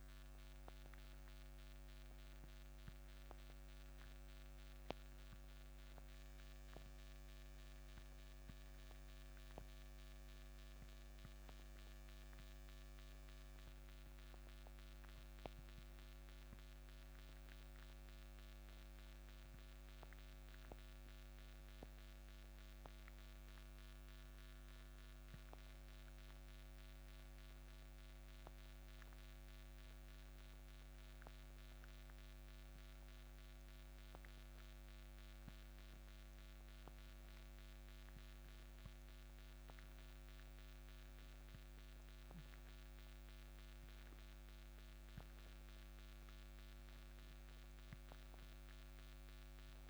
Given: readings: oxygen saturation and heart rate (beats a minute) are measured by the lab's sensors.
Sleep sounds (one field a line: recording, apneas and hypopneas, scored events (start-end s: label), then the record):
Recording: breathing in sleep, hard to hear, by a microphone on the trachea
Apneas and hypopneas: none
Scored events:
none scored
From the record:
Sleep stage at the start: N1 (lightest sleep)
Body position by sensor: on the right side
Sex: male